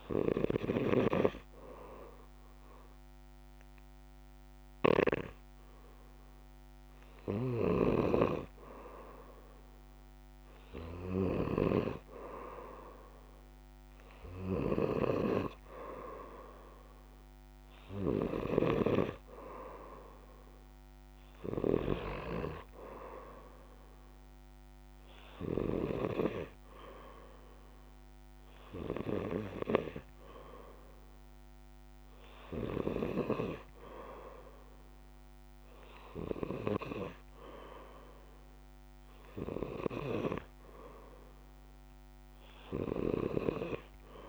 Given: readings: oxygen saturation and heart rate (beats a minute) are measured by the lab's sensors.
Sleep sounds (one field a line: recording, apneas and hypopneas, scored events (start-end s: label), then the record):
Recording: breathing in sleep by a microphone on the trachea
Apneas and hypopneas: none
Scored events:
none scored
From the record:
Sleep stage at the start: N2 (light sleep)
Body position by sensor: on the back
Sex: male